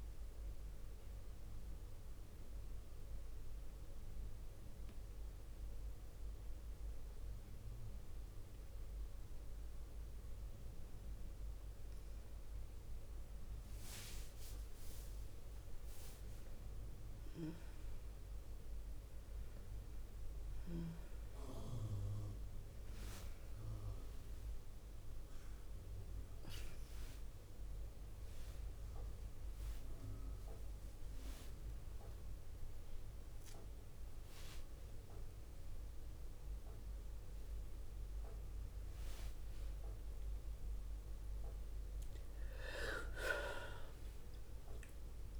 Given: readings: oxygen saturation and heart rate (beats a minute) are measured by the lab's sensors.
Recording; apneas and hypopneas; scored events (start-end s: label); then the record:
a person awake in a sleep study, by a room microphone; 1
0.00-10.50 s: oxygen desaturation (device-marked, oxygen 89% lowest, heart rate 52 extreme)
1.50-12.00 s: central apnea (oxygen 96% before, 89% lowest, heart rate 58 before, 52 extreme, up 6 after)
17.50-45.40 s: new sleep stage, awake
22.50-37.50 s: oxygen desaturation (device-marked, oxygen 99% before, 93% lowest, heart rate 54 before, 48 extreme)
From the record:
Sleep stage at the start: N2 (light sleep); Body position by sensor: on the back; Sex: female